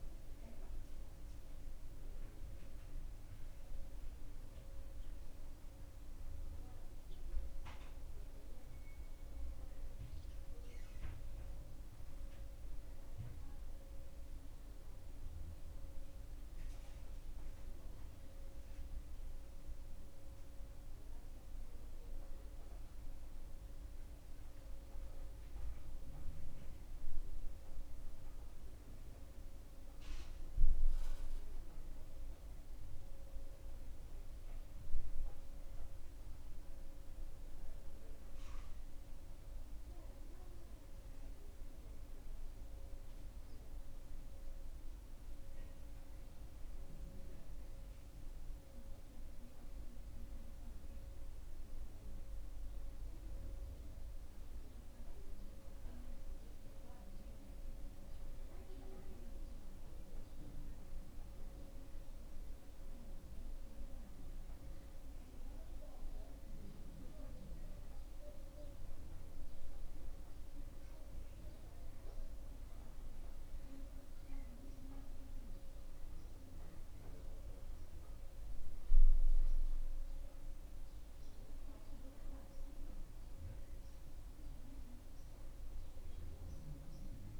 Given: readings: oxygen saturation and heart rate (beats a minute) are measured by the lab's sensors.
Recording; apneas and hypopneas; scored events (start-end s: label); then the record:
breathing in sleep, hard to hear, by a room microphone; none
73.00-87.40 s: new sleep stage, N2 (light sleep)
From the record:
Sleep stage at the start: N1 (lightest sleep); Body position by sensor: on the back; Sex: male